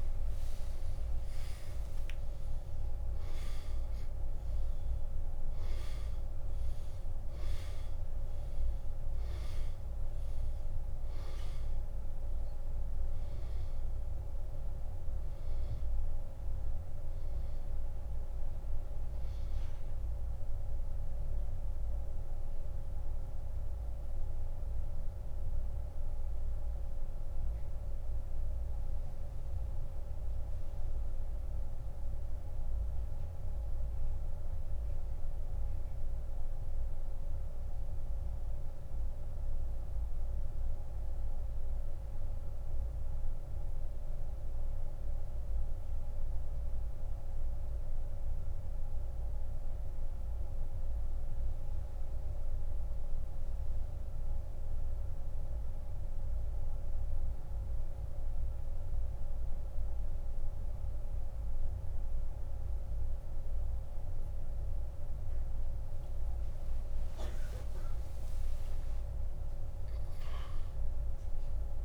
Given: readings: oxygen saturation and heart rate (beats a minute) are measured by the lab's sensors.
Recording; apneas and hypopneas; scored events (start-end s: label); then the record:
breathing in sleep, hard to hear, by a room microphone; 1
0.00-1.00 s: arousal
10.50-19.50 s: oxygen desaturation (device-marked, oxygen 96% before, 93% lowest)
21.50-64.50 s: central apnea (oxygen 97% before, 85% lowest)
47.50-63.50 s: oxygen desaturation (device-marked, oxygen 92% before, 85% lowest, heart rate 48 before, 37 extreme)
67.50-71.85 s: arousal
From the record:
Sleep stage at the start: N2 (light sleep); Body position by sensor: on the back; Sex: male